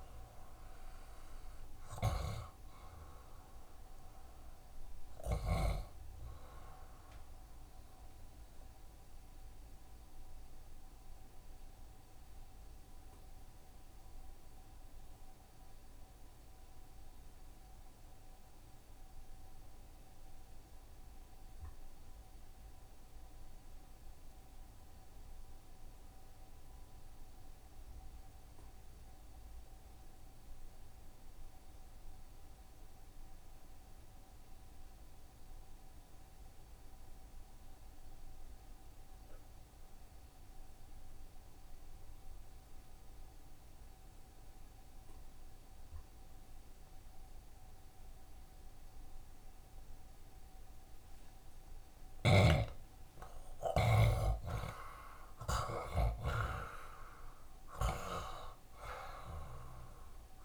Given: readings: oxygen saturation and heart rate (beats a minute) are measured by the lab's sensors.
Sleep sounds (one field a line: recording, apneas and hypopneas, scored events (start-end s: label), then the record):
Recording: breathing in sleep by a room microphone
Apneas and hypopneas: 1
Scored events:
0.00-34.00 s: oxygen desaturation (device-marked, oxygen 72% lowest, heart rate 65 extreme)
9.00-52.50 s: obstructive apnea (oxygen 84% before, 70% lowest, heart rate 84 before, 65 extreme, up 4 after)
39.00-60.45 s: oxygen desaturation (device-marked, oxygen 93% before, 70% lowest, heart rate 67 before, 67 extreme)
54.50-58.50 s: arousal
From the record:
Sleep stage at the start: N2 (light sleep)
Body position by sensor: on the back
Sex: male